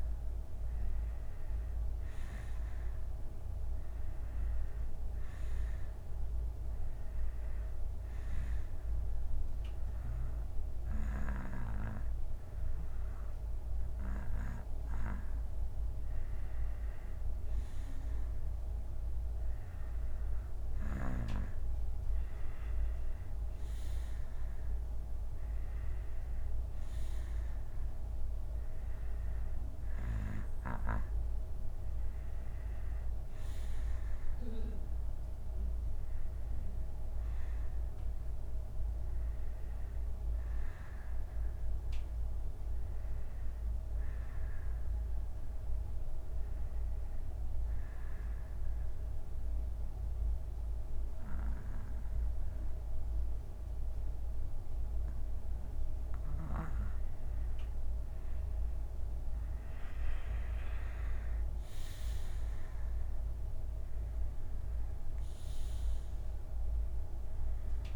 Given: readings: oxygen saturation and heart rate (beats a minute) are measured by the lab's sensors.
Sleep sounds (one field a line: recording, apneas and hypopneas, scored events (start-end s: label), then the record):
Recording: breathing in sleep by a room microphone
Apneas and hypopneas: 2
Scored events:
0.00-16.50 s: oxygen desaturation (device-marked, oxygen 89% lowest, heart rate 56 extreme)
5.50-16.00 s: hypopnea (oxygen 92% before, 88% lowest, heart rate 67 before, 56 extreme, up 10 after)
18.00-22.50 s: arousal
22.50-25.50 s: bradycardia (device-marked, heart rate 66 before, 65 extreme)
26.50-29.50 s: bradycardia (device-marked, heart rate 66 before, 56 extreme)
36.00-39.00 s: arousal
45.50-57.50 s: obstructive apnea (oxygen 92% before, 87% lowest, heart rate 63 before, 46 extreme, up 15 after)
49.50-59.50 s: bradycardia (device-marked, heart rate 66 before, 54 extreme)
59.50-64.00 s: arousal
60.50-67.95 s: oxygen desaturation (device-marked, oxygen 92% before, 88% lowest, heart rate 62 before, 45 extreme)
From the record:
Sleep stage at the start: N2 (light sleep)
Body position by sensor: on the back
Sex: male